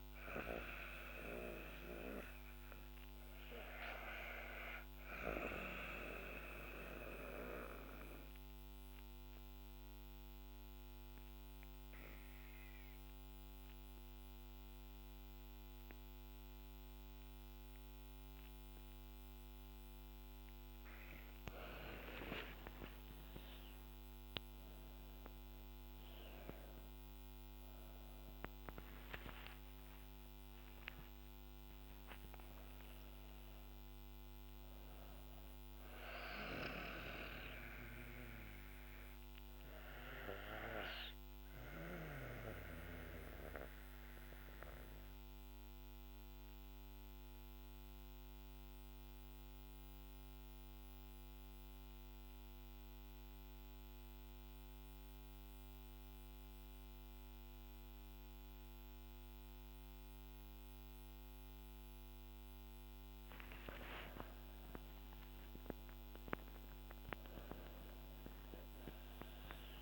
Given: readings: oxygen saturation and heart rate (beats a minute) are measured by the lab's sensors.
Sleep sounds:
breathing in sleep by a microphone on the trachea; 2
6.00-19.00 s: obstructive apnea (oxygen 98% before, 89% lowest, heart rate 56 before, 50 extreme, up 18 after)
21.00-25.00 s: arousal
27.50-47.50 s: oxygen desaturation (device-marked, oxygen 96% before, 89% lowest, heart rate 55 before, 47 extreme)
32.00-34.00 s: long interval between heartbeats (device-marked, heart rate 58 before, 80 extreme)
41.50-60.50 s: obstructive apnea (oxygen 96% before, 89% lowest, heart rate 67 before, 47 extreme, up 19 after)
62.50-69.82 s: oxygen desaturation (device-marked, oxygen 99% before, 90% lowest, heart rate 51 before, 52 extreme)
63.00-68.50 s: arousal
From the record:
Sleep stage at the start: REM sleep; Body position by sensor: on the back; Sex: female

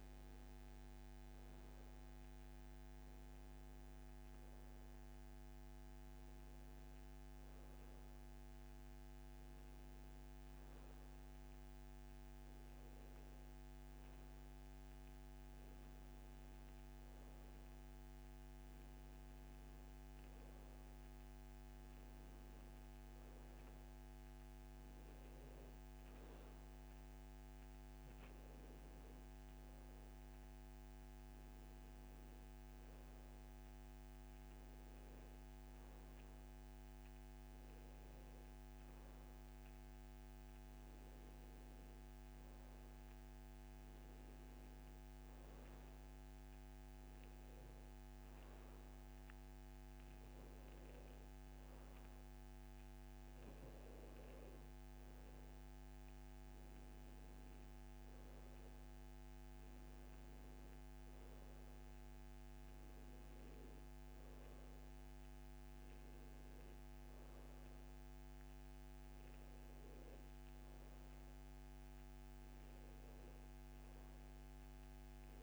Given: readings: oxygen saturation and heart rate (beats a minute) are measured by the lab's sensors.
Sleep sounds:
breathing in sleep, hard to hear, by a microphone on the trachea; none
none scored
From the record:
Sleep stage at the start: N2 (light sleep); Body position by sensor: on the back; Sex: male

